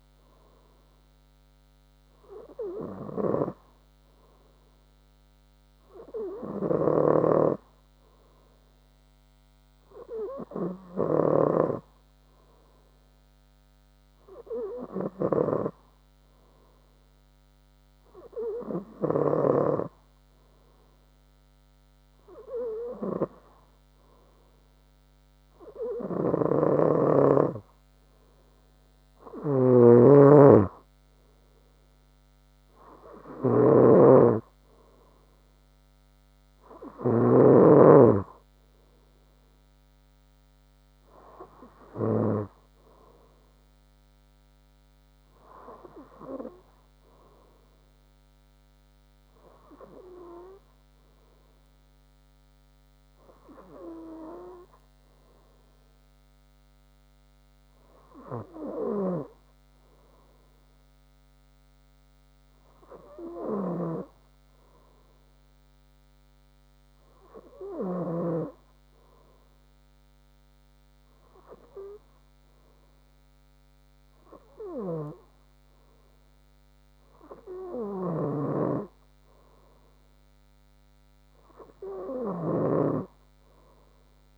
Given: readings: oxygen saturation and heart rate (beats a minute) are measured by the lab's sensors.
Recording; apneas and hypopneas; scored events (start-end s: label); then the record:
breathing in sleep by a microphone on the trachea; none
26.50-37.50 s: snoring (device-marked)
78.50-84.38 s: snoring (device-marked)
From the record:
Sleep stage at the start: N3 (deep sleep); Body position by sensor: on the front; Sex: female